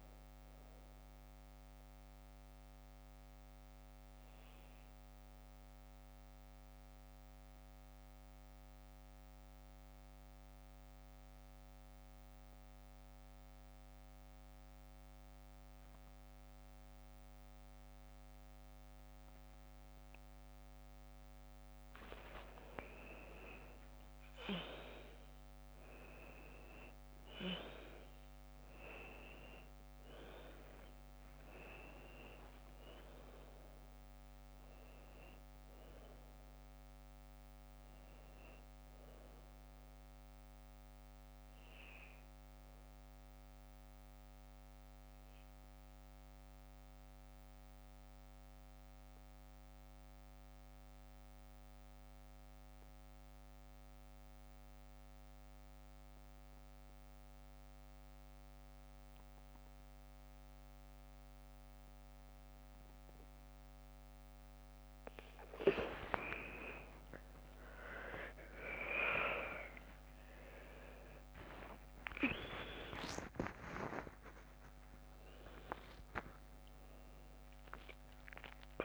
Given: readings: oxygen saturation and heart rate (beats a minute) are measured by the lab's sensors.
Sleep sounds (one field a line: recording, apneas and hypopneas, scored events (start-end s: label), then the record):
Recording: breathing in sleep by a microphone on the trachea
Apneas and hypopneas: 2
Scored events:
0.00-15.00 s: oxygen desaturation (device-marked, oxygen 87% lowest, heart rate 46 extreme)
2.50-4.50 s: long interval between heartbeats (device-marked, heart rate 58 before, 55 extreme)
3.00-20.50 s: mixed apnea (oxygen 98% before, 87% lowest, heart rate 58 before, 46 extreme, up 9 after)
22.50-26.00 s: arousal
30.00-52.00 s: oxygen desaturation (device-marked, oxygen 99% before, 91% lowest, heart rate 53 before, 51 extreme)
43.50-64.50 s: obstructive apnea (oxygen 100% before, 87% lowest, heart rate 56 before, 51 extreme, up 6 after)
64.00-78.84 s: oxygen desaturation (device-marked, oxygen 98% before, 87% lowest, heart rate 53 before, 50 extreme)
66.00-70.50 s: arousal
From the record:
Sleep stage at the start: N2 (light sleep)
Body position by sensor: on the back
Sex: female